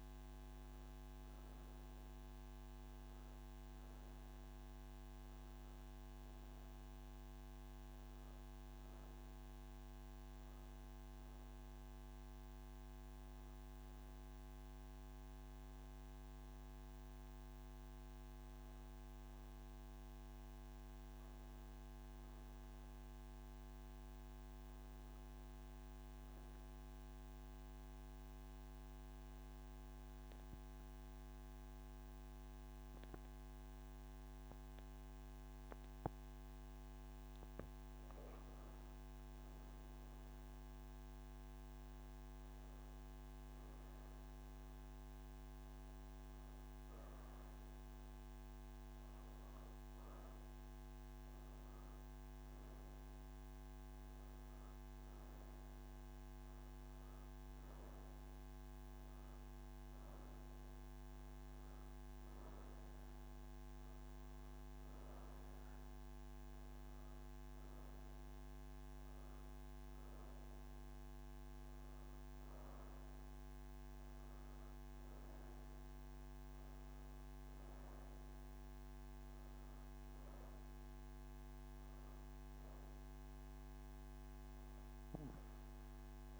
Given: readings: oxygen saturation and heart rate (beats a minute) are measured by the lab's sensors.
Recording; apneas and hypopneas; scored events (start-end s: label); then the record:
breathing in sleep, hard to hear, by a microphone on the trachea; none
5.00-22.00 s: oxygen desaturation (device-marked, oxygen 93% before, 88% lowest, heart rate 186 before, 155 extreme)
59.00-85.00 s: oxygen desaturation (device-marked, oxygen 97% before, 93% lowest, heart rate 184 before, 142 extreme)
From the record:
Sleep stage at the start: N1 (lightest sleep); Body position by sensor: on the right side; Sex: female